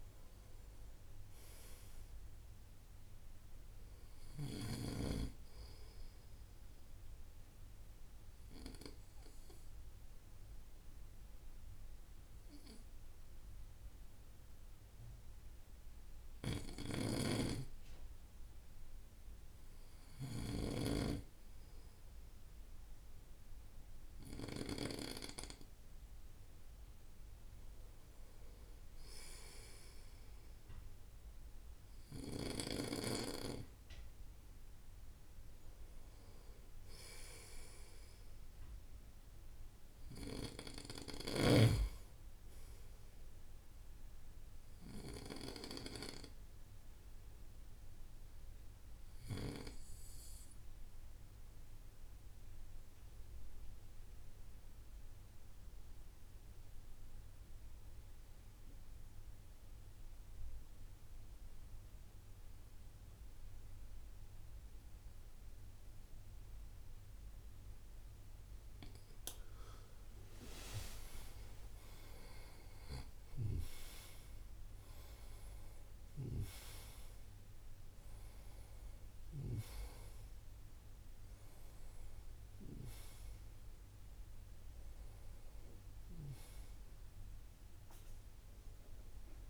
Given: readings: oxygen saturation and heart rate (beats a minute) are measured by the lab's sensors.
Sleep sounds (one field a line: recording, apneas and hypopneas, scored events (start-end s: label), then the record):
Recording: breathing in sleep by a room microphone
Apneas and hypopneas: 2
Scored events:
0.00-23.00 s: oxygen desaturation (device-marked, oxygen 92% lowest, heart rate 54 extreme)
6.00-17.50 s: obstructive apnea (oxygen 97% before, 90% lowest, heart rate 59 before, 54 extreme, up 5 after)
23.00-27.50 s: arousal
44.50-67.50 s: obstructive apnea (oxygen 96% before, 87% lowest, heart rate 58 before, 56 extreme, up 8 after)
63.00-89.50 s: new sleep stage, REM sleep
67.00-89.50 s: oxygen desaturation (device-marked, oxygen 95% before, 87% lowest, heart rate 57 before, 54 extreme)
69.50-74.00 s: arousal
From the record:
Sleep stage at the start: N2 (light sleep)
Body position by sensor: on the right side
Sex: male